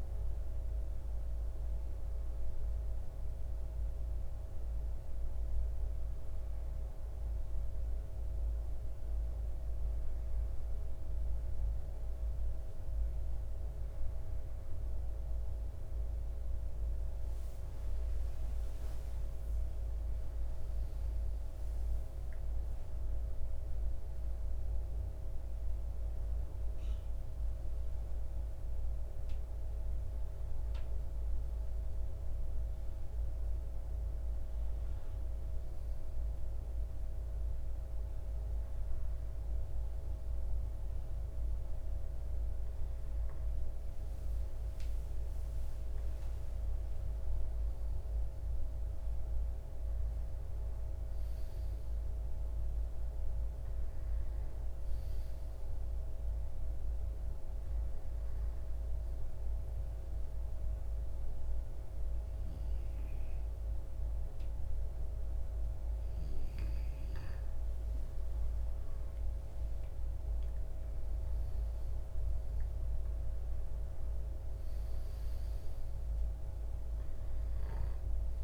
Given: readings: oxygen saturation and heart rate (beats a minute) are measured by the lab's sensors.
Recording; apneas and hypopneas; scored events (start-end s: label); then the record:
breathing in sleep, hard to hear, by a room microphone; 1
19.00-23.00 s: arousal
59.00-71.00 s: hypopnea (oxygen 96% before, 93% lowest)
From the record:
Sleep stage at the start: N2 (light sleep); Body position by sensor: on the left side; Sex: male